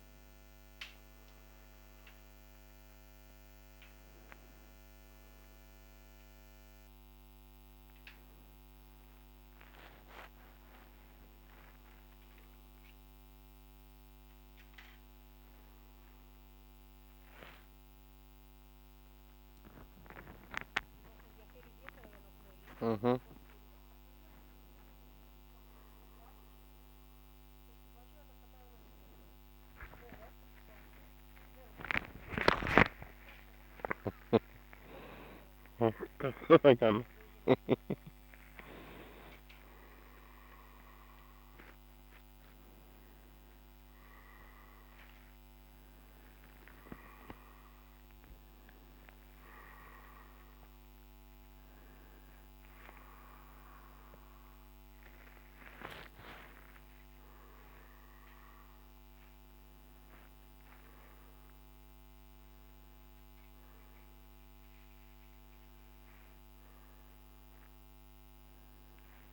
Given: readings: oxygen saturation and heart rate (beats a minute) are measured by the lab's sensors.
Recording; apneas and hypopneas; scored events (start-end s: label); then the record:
a person awake in a sleep study, by a microphone on the trachea; none
32.50-37.00 s: snoring (device-marked)
From the record:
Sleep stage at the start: awake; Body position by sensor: upright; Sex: male